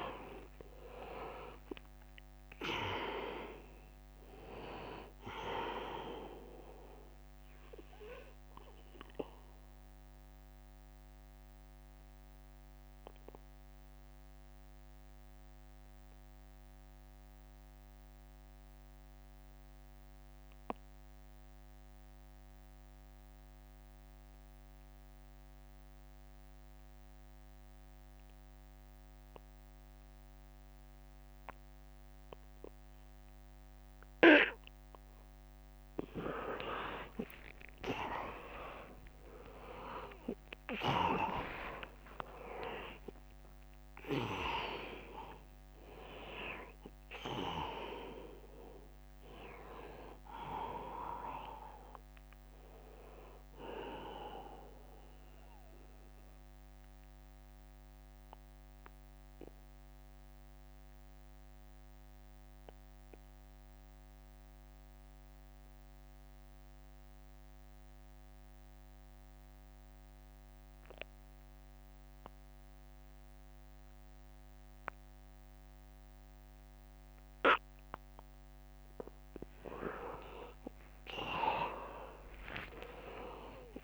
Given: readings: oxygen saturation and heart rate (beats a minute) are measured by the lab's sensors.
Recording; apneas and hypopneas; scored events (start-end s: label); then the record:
breathing in sleep by a microphone on the trachea; 2
0.00-1.50 s: arousal
0.00-9.00 s: drop in pulse transit time (device-marked, heart rate 74 extreme)
0.00-22.00 s: oxygen desaturation (device-marked, oxygen 84% lowest, heart rate 75 extreme)
9.00-34.00 s: obstructive apnea (oxygen 100% before, 82% lowest, heart rate 78 before, 75 extreme, up 2 after)
34.00-66.00 s: oxygen desaturation (device-marked, oxygen 100% before, 82% lowest, heart rate 82 before, 66 extreme)
36.50-42.00 s: arousal
40.00-52.00 s: drop in pulse transit time (device-marked, heart rate 80 before, 78 extreme)
45.00-47.00 s: long interval between heartbeats (device-marked, heart rate 80 before, 78 extreme)
54.50-78.00 s: mixed apnea (oxygen 100% before, 82% lowest, heart rate 79 before, 66 extreme, up 21 after)
80.00-83.84 s: arousal
80.00-83.84 s: drop in pulse transit time (device-marked, heart rate 76 before, 74 extreme)
From the record:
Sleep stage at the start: N2 (light sleep); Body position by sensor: on the back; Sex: male